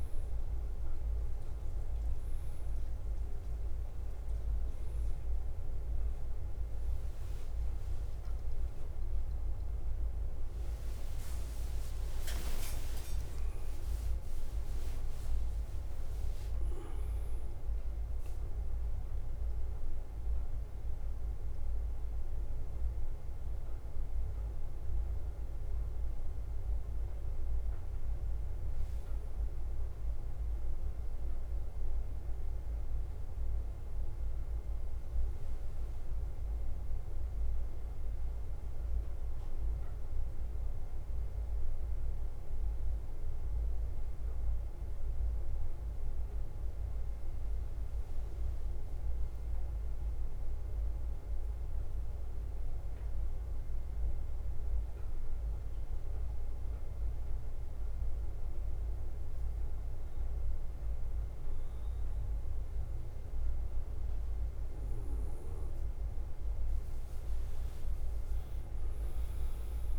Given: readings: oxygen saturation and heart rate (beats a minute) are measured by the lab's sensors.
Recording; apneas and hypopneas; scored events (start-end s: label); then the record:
breathing in sleep, hard to hear, by a room microphone; 1
0.00-15.50 s: bradycardia (device-marked, heart rate 44 extreme)
2.50-36.50 s: oxygen desaturation (device-marked, oxygen 99% before, 93% lowest, heart rate 52 before, 46 extreme)
8.50-14.00 s: arousal
22.50-69.98 s: bradycardia (device-marked, heart rate 53 before, 46 extreme)
25.50-27.50 s: long interval between heartbeats (device-marked, heart rate 58 before, 59 extreme)
40.50-44.50 s: arousal
48.00-59.50 s: central apnea (oxygen 99% before, 95% lowest, heart rate 52 before, 51 extreme, up 1 after)
56.50-69.98 s: new sleep stage, N2 (light sleep)
67.50-69.98 s: oxygen desaturation (device-marked, oxygen 99% before, 95% lowest, heart rate 52 before, 51 extreme)
From the record:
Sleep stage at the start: N1 (lightest sleep); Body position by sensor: on the back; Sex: male